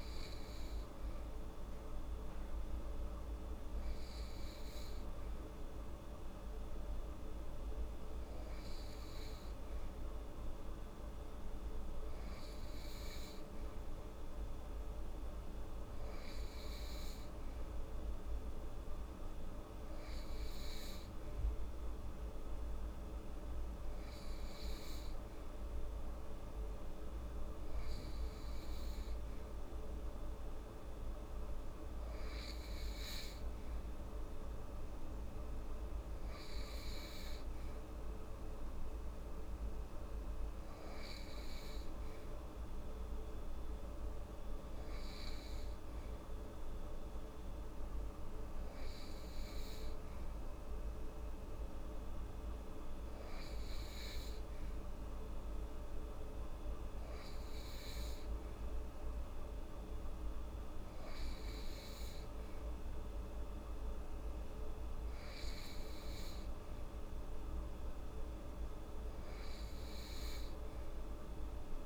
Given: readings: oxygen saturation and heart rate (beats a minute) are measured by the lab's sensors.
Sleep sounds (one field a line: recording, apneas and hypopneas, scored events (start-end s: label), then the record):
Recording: breathing in sleep, hard to hear, by a room microphone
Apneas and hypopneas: none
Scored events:
none scored
From the record:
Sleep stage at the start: N2 (light sleep)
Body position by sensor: on the right side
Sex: female